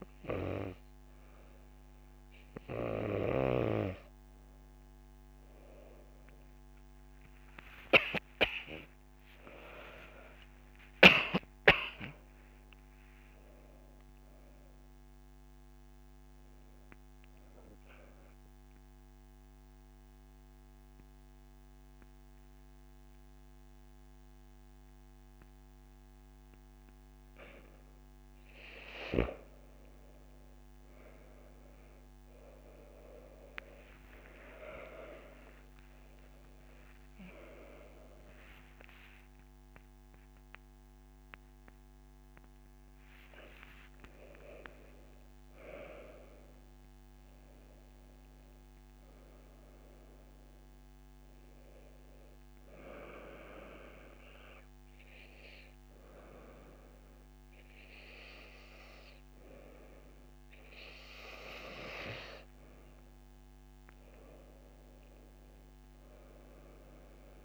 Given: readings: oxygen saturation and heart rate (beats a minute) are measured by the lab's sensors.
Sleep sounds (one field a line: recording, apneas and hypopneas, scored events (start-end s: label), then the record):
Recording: breathing in sleep by a microphone on the trachea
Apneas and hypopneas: 2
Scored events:
0.00-2.00 s: long interval between heartbeats (device-marked)
0.00-2.50 s: oxygen desaturation (device-marked, oxygen 94% lowest)
5.50-9.50 s: arousal
15.50-18.50 s: drop in pulse transit time (device-marked)
16.50-28.00 s: central apnea (oxygen 97% before, 94% lowest)
35.50-40.00 s: arousal
35.50-48.50 s: oxygen desaturation (device-marked, oxygen 98% before, 94% lowest)
50.00-63.00 s: hypopnea (oxygen 98% before, 94% lowest)
64.50-67.45 s: arousal
From the record:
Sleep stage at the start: N2 (light sleep)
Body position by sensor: on the right side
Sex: female